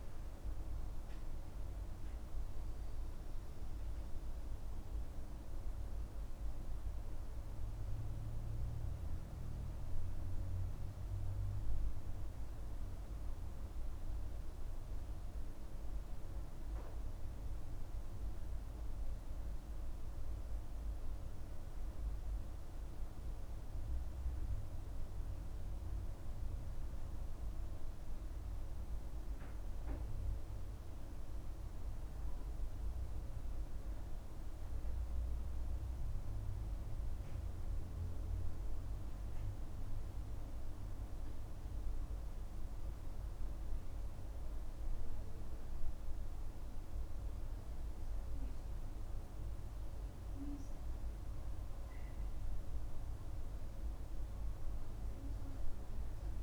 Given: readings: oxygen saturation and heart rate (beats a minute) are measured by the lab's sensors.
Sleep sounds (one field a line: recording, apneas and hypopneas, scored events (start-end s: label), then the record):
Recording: breathing in sleep, hard to hear, by a room microphone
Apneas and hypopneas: none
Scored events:
none scored
From the record:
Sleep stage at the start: N2 (light sleep)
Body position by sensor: on the back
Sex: male